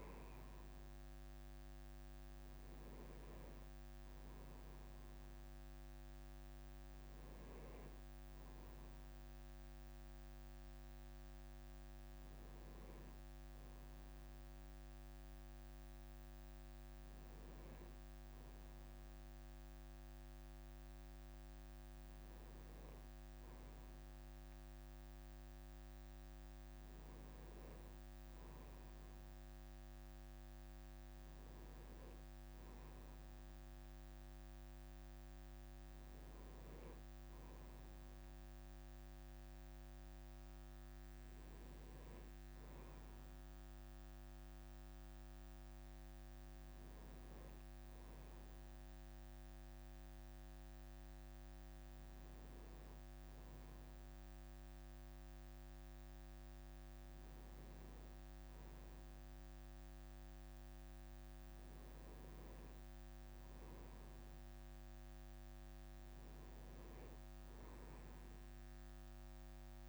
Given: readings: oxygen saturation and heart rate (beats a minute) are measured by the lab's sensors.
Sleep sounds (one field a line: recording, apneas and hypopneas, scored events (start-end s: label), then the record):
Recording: breathing in sleep, hard to hear, by a microphone on the trachea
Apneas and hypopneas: none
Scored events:
0.00-2.00 s: arousal
41.50-69.89 s: new sleep stage, N2 (light sleep)
From the record:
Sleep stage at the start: N1 (lightest sleep)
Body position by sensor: on the right side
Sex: male